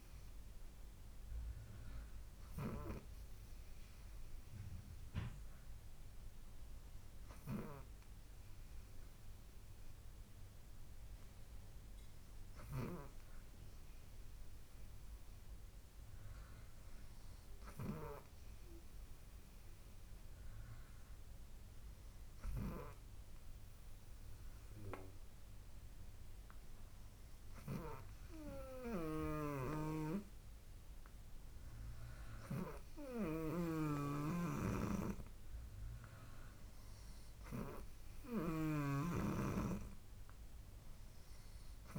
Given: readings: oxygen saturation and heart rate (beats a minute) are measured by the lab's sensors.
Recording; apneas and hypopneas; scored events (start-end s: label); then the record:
breathing in sleep by a room microphone; none
none scored
From the record:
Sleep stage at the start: N2 (light sleep); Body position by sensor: on the right side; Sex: female